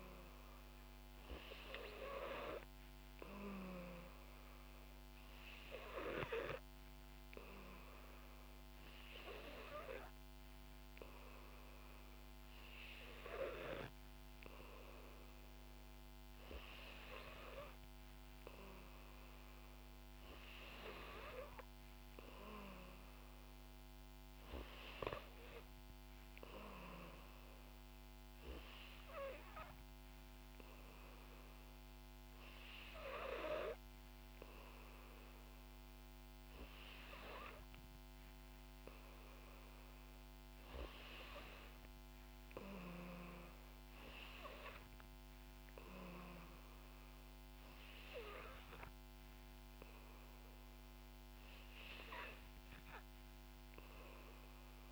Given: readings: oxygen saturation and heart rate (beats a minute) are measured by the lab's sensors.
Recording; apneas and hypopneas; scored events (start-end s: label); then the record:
breathing in sleep by a microphone on the trachea; none
none scored
From the record:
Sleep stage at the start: N3 (deep sleep); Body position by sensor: on the back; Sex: female